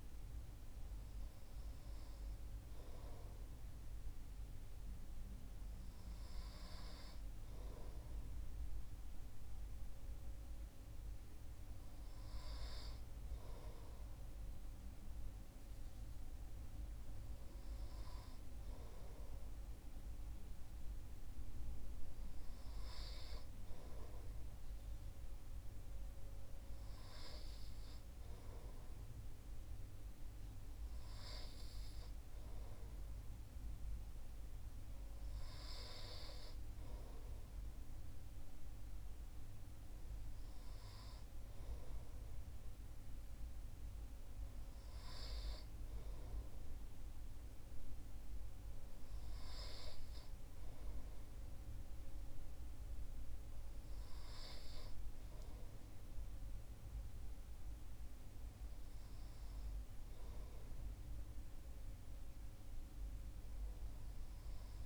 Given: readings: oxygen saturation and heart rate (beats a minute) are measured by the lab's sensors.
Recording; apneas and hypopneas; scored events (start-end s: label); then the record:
breathing in sleep, hard to hear, by a room microphone; none
none scored
From the record:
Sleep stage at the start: N2 (light sleep); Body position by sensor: on the right side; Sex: male